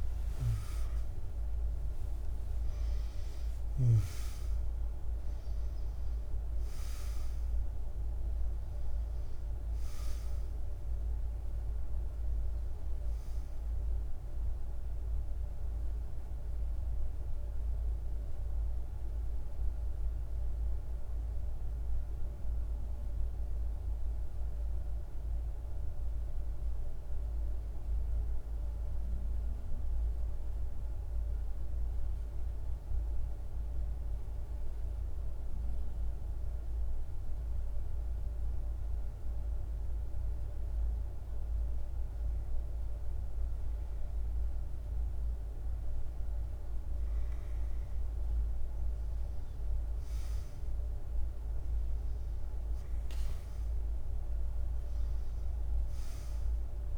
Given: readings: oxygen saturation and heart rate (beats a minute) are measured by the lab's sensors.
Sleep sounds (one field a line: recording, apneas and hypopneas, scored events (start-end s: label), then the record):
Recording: breathing in sleep, hard to hear, by a room microphone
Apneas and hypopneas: 1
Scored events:
0.00-20.50 s: oxygen desaturation (device-marked, oxygen 91% lowest, heart rate 51 extreme)
19.50-56.98 s: new sleep stage, REM sleep
20.50-37.00 s: central apnea (oxygen 97% before, 91% lowest, heart rate 68 before, 51 extreme, up 0 after)
40.50-45.50 s: arousal
41.50-56.98 s: oxygen desaturation (device-marked, oxygen 98% before, 91% lowest, heart rate 52 before, 50 extreme)
From the record:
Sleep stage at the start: N2 (light sleep)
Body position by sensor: on the back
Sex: male